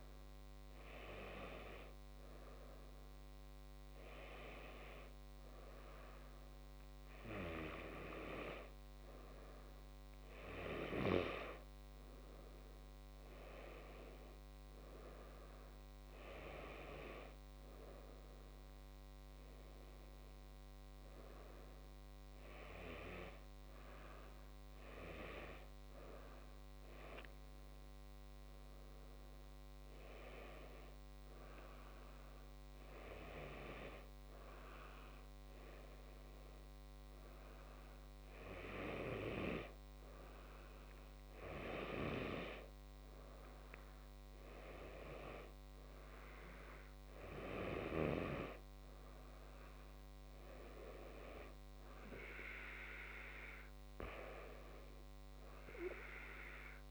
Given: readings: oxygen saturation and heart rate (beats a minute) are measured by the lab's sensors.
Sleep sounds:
breathing in sleep by a microphone on the trachea; none
none scored
From the record:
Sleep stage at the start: N2 (light sleep); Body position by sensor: on the back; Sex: male

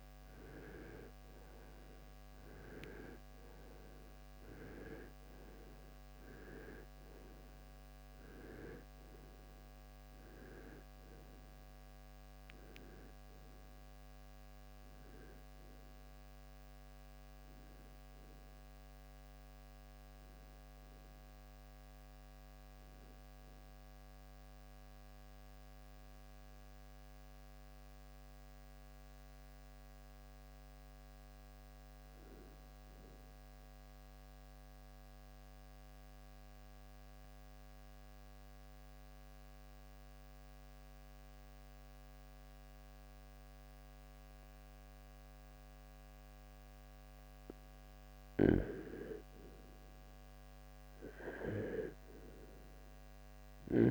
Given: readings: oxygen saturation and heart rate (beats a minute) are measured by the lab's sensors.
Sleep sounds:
breathing in sleep by a microphone on the trachea; 1
16.00-39.00 s: oxygen desaturation (device-marked, oxygen 96% before, 84% lowest, heart rate 68 before, 47 extreme)
33.00-48.00 s: obstructive apnea (oxygen 96% before, 85% lowest, heart rate 76 before, 47 extreme, up 7 after)
50.50-53.91 s: arousal
From the record:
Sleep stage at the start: REM sleep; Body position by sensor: on the right side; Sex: male

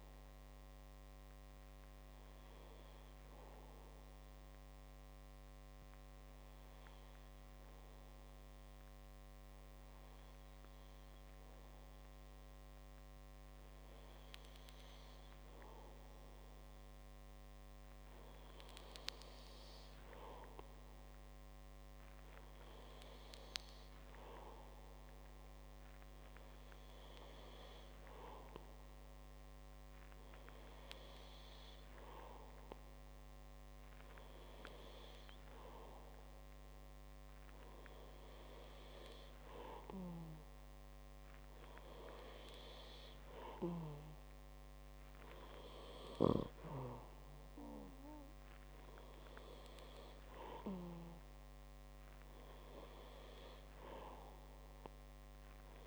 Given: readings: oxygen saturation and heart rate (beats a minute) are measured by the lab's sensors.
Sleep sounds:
breathing in sleep by a microphone on the trachea; none
none scored
From the record:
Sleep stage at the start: N2 (light sleep); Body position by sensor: on the back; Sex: male

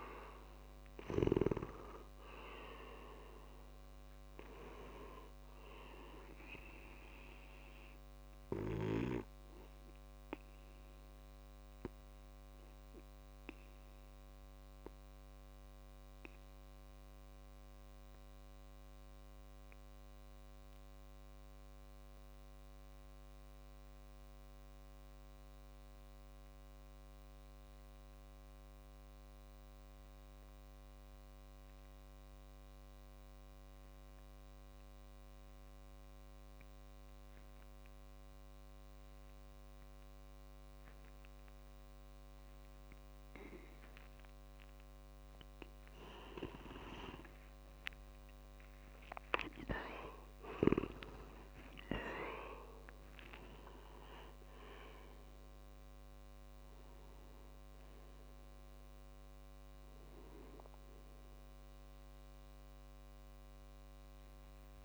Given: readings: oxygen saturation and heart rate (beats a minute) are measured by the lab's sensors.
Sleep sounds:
breathing in sleep by a microphone on the trachea; 1
0.00-19.50 s: oxygen desaturation (device-marked, oxygen 87% lowest)
8.00-43.00 s: obstructive apnea (oxygen 98% before, 87% lowest)
35.50-64.85 s: oxygen desaturation (device-marked, oxygen 98% before, 87% lowest)
46.00-50.00 s: arousal
From the record:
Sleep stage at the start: N2 (light sleep); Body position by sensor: on the back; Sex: male

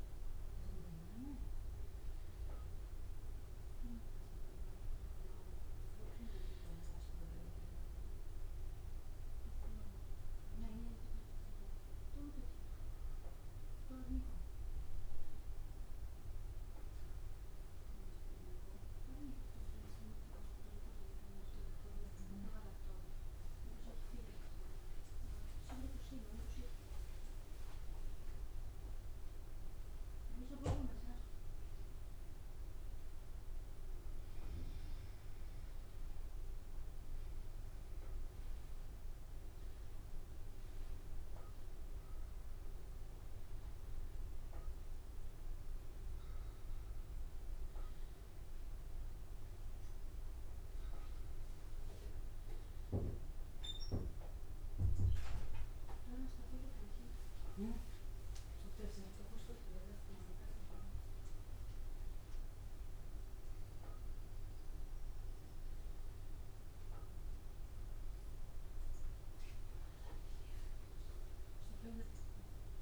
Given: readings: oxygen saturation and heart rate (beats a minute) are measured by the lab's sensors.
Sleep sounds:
breathing in sleep by a room microphone; none
21.00-26.00 s: arousal
From the record:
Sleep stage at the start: N2 (light sleep); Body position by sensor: on the back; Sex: male

